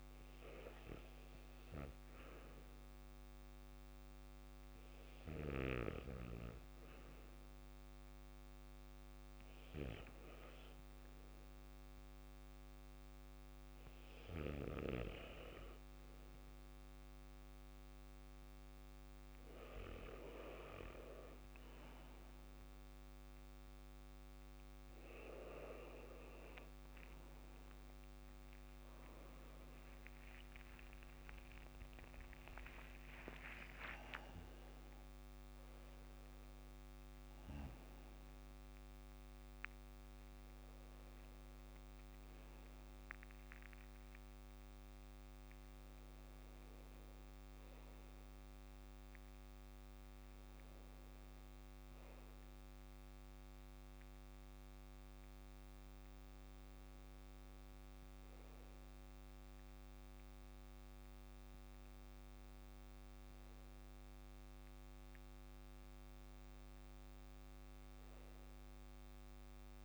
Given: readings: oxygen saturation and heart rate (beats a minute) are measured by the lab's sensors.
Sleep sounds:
breathing in sleep by a microphone on the trachea; none
25.00-55.00 s: new sleep stage, N1 (lightest sleep)
30.00-35.50 s: arousal
32.50-34.50 s: long interval between heartbeats (device-marked, heart rate 63 before, 84 extreme)
55.00-69.85 s: new sleep stage, N2 (light sleep)
From the record:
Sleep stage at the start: N2 (light sleep); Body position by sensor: on the back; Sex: male

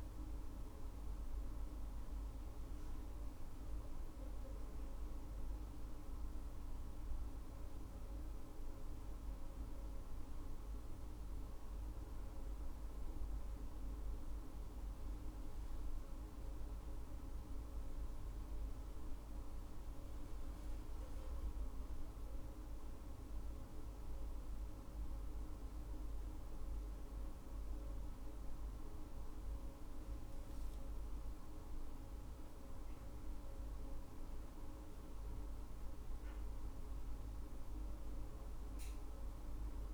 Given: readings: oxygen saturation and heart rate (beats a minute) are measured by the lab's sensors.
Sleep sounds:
breathing in sleep, hard to hear, by a room microphone; none
22.00-27.00 s: arousal
From the record:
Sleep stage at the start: N2 (light sleep); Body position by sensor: on the left side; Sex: female

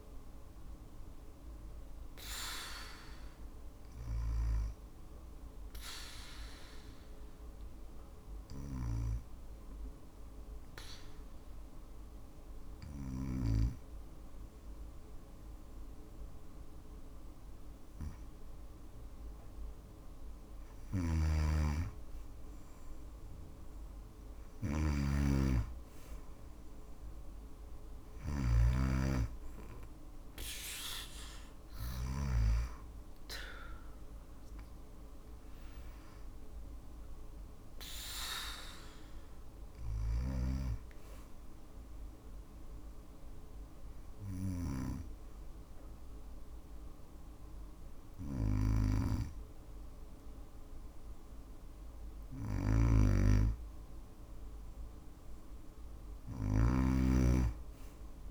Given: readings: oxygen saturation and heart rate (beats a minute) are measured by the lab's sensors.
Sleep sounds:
breathing in sleep by a room microphone; 2
2.50-17.50 s: obstructive apnea (oxygen 94% before, 93% lowest, heart rate 66 before, 57 extreme, up 2 after)
7.50-12.50 s: snoring (device-marked)
20.00-31.50 s: snoring (device-marked)
20.50-24.00 s: arousal
27.00-40.00 s: oxygen desaturation (device-marked, oxygen 97% before, 93% lowest, heart rate 58 before, 57 extreme)
39.50-52.00 s: obstructive apnea (oxygen 97% before, 93% lowest, heart rate 60 before, 57 extreme, up 3 after)
48.00-58.31 s: snoring (device-marked)
From the record:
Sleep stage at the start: N2 (light sleep); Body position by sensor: on the back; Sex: female

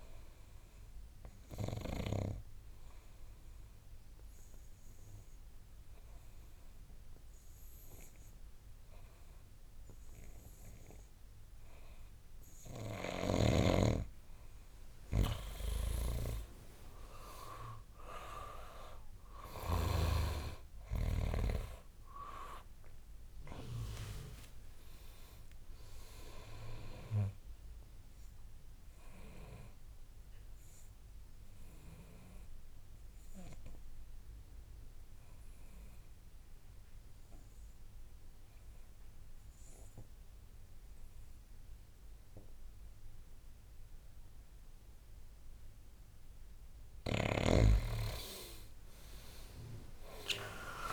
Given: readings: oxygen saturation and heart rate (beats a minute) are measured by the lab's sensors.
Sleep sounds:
breathing in sleep by a room microphone; 2
0.50-14.00 s: obstructive apnea (oxygen 98% before, 87% lowest, heart rate 73 before, 58 extreme, up 30 after)
16.50-20.00 s: arousal
21.50-45.50 s: oxygen desaturation (device-marked, oxygen 97% before, 87% lowest, heart rate 71 before, 54 extreme)
29.00-46.50 s: obstructive apnea (oxygen 97% before, 85% lowest, heart rate 81 before, 54 extreme, up 20 after)
47.00-50.93 s: snoring (device-marked)
From the record:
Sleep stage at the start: N2 (light sleep); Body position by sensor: on the back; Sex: male

